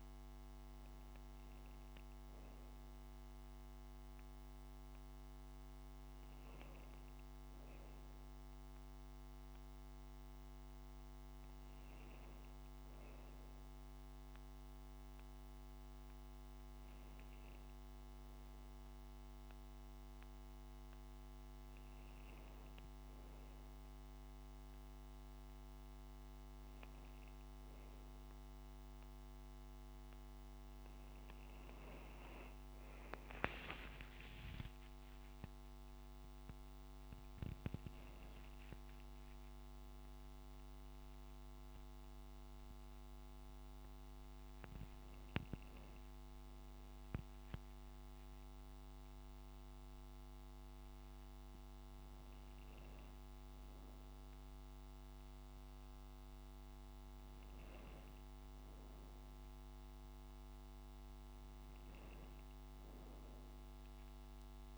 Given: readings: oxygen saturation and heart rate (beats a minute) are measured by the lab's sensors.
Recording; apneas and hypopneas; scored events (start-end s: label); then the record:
breathing in sleep, hard to hear, by a microphone on the trachea; none
34.00-39.00 s: arousal
From the record:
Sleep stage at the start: N2 (light sleep); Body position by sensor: on the right side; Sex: female